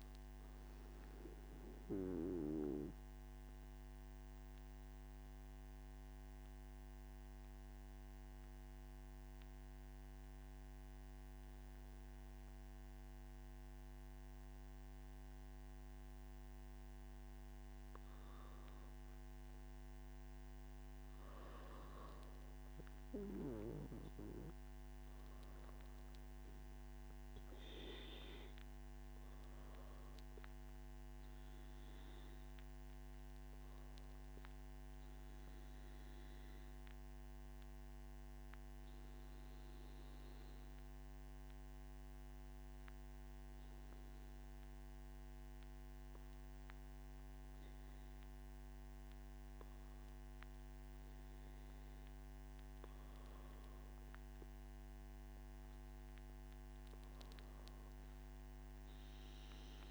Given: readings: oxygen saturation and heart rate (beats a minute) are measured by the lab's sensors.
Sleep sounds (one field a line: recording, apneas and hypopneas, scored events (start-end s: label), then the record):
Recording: breathing in sleep, hard to hear, by a microphone on the trachea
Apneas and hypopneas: none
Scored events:
0.00-11.00 s: oxygen desaturation (device-marked, oxygen 94% lowest, heart rate 59 extreme)
From the record:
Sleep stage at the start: N3 (deep sleep)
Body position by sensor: on the back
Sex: male